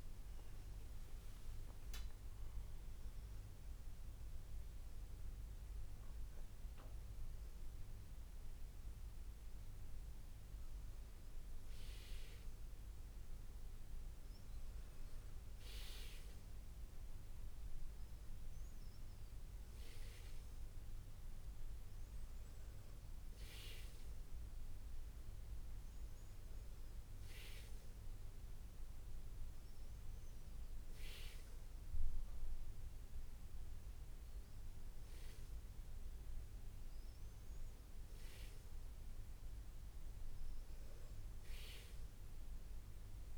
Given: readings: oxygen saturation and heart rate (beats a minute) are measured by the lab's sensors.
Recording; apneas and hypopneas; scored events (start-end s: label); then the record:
breathing in sleep, hard to hear, by a room microphone; none
0.00-3.50 s: arousal
39.50-41.50 s: long interval between heartbeats (device-marked, heart rate 83 before, 91 extreme)
From the record:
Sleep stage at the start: N2 (light sleep); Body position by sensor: on the back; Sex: male